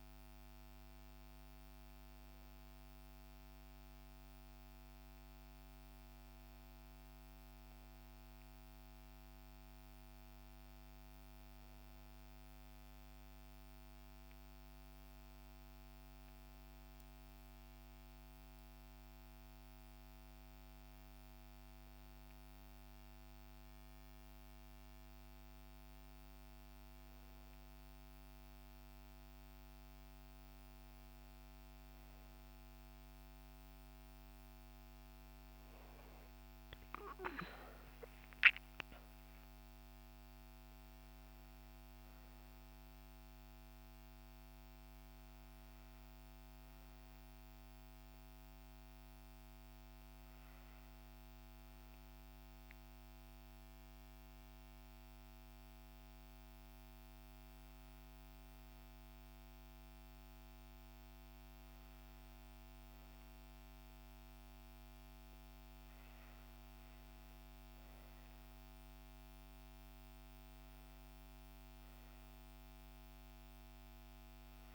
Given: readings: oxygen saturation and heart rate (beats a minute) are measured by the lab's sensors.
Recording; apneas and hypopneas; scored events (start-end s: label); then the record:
breathing in sleep, hard to hear, by a microphone on the trachea; none
36.00-41.00 s: arousal
From the record:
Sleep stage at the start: N1 (lightest sleep); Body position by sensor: on the back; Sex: female